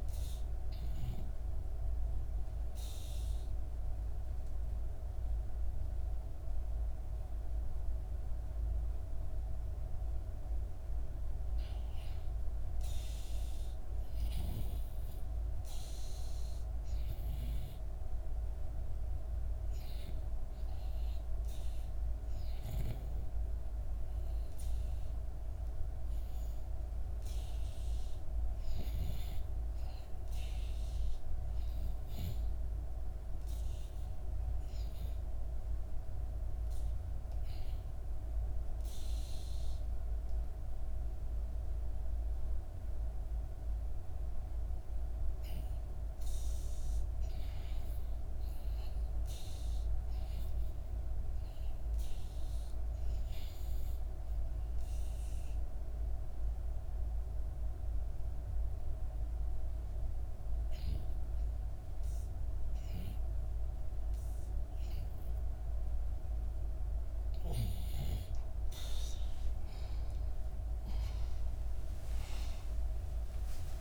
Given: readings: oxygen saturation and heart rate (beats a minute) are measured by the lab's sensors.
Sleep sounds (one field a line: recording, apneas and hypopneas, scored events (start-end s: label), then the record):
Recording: breathing in sleep, hard to hear, by a room microphone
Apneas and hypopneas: 3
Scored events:
0.00-10.00 s: oxygen desaturation (device-marked, oxygen 89% lowest, heart rate 68 extreme)
1.00-11.00 s: obstructive apnea (oxygen 93% before, 89% lowest, heart rate 69 before, 68 extreme, up 1 after)
14.00-19.00 s: arousal
37.50-47.50 s: obstructive apnea (oxygen 94% before, 91% lowest, heart rate 70 before, 68 extreme, up 0 after)
48.50-50.50 s: arousal
53.50-66.00 s: hypopnea (oxygen 93% before, 91% lowest, heart rate 70 before, 68 extreme, up 6 after)
68.00-73.81 s: arousal
From the record:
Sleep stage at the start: REM sleep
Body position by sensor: on the back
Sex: female